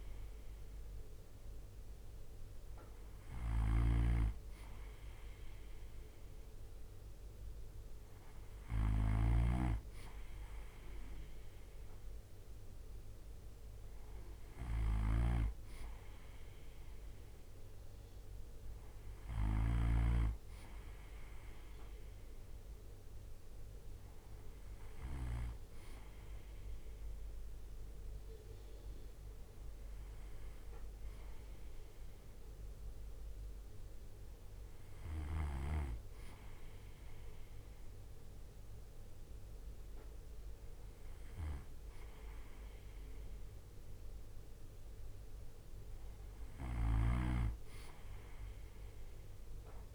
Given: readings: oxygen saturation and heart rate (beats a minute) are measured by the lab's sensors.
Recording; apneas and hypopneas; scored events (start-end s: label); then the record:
breathing in sleep by a room microphone; none
0.00-25.00 s: snoring (device-marked)
46.00-49.95 s: snoring (device-marked)
From the record:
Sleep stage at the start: N2 (light sleep); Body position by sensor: on the right side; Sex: male